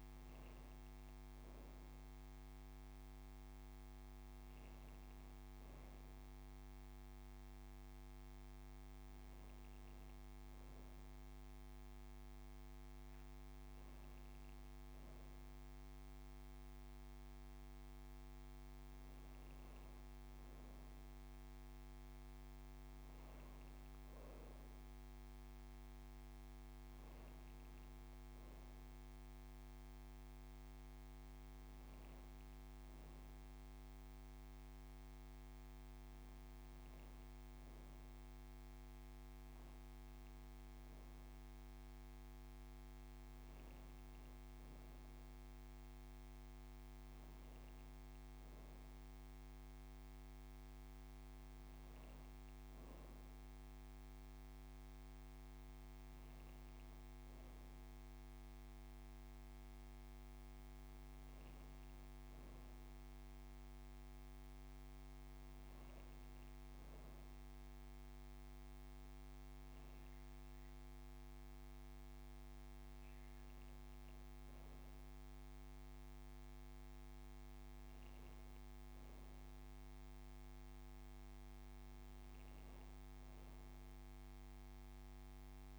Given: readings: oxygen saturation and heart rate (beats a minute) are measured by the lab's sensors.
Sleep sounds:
breathing in sleep, hard to hear, by a microphone on the trachea; none
none scored
From the record:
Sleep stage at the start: N2 (light sleep); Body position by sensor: on the right side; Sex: female

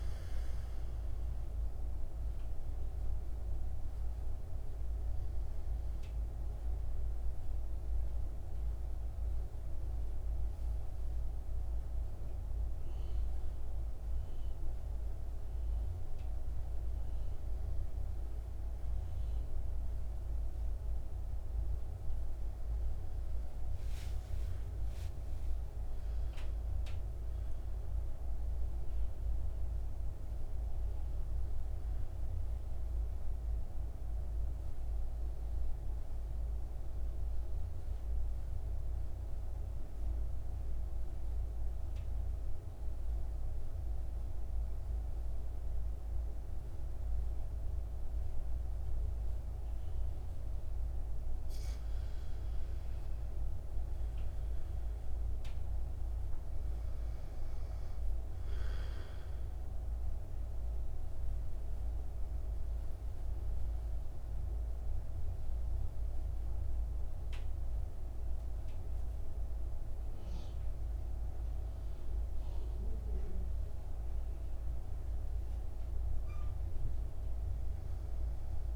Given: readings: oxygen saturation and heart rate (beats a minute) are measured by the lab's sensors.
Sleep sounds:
breathing in sleep, hard to hear, by a room microphone; 2
2.50-14.50 s: oxygen desaturation (device-marked, oxygen 97% before, 93% lowest, heart rate 56 before, 54 extreme)
7.50-17.50 s: central apnea (oxygen 97% before, 90% lowest, heart rate 56 before, 53 extreme, up 2 after)
20.50-26.50 s: arousal
26.50-38.50 s: oxygen desaturation (device-marked, oxygen 97% before, 93% lowest, heart rate 55 before, 52 extreme)
37.00-51.50 s: mixed apnea (oxygen 97% before, 90% lowest, heart rate 57 before, 52 extreme, up 3 after)
53.00-56.50 s: arousal
64.50-78.50 s: oxygen desaturation (device-marked, oxygen 97% before, 90% lowest, heart rate 55 before, 53 extreme)
From the record:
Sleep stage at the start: N2 (light sleep); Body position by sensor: on the back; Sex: male

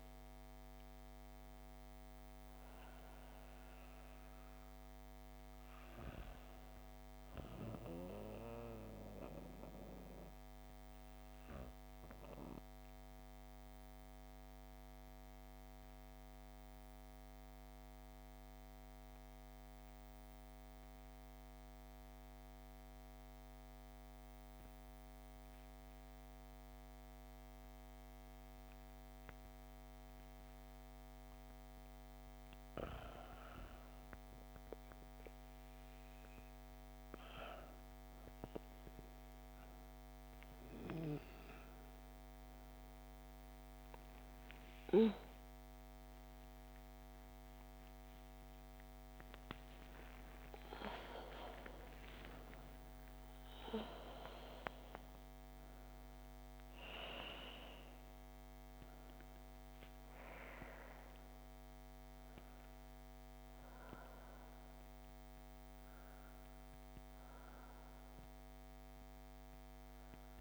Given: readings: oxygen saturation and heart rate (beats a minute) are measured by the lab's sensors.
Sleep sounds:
breathing in sleep by a microphone on the trachea; 1
0.00-6.50 s: oxygen desaturation (device-marked, oxygen 93% lowest, heart rate 56 extreme)
11.50-32.00 s: obstructive apnea (oxygen 98% before, 93% lowest, heart rate 65 before, 58 extreme, up 5 after)
29.50-59.50 s: oxygen desaturation (device-marked, oxygen 97% before, 93% lowest, heart rate 60 before, 58 extreme)
37.50-67.50 s: new sleep stage, N1 (lightest sleep)
44.00-51.00 s: arousal
67.50-70.41 s: new sleep stage, N2 (light sleep)
From the record:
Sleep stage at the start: N2 (light sleep); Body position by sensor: on the back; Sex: female

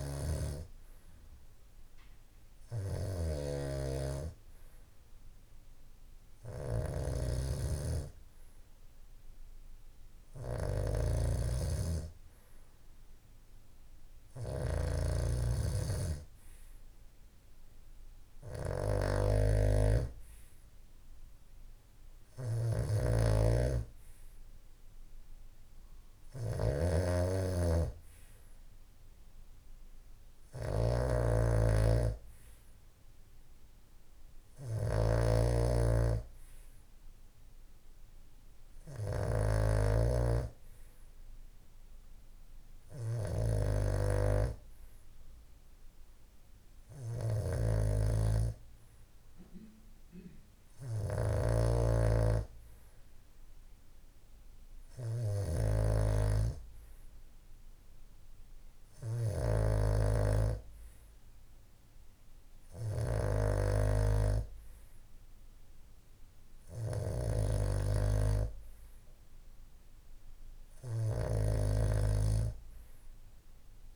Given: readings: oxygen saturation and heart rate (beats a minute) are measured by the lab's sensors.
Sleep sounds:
breathing in sleep by a room microphone; none
0.00-73.96 s: snoring (device-marked)
From the record:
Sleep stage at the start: N2 (light sleep); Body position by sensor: on the back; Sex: male

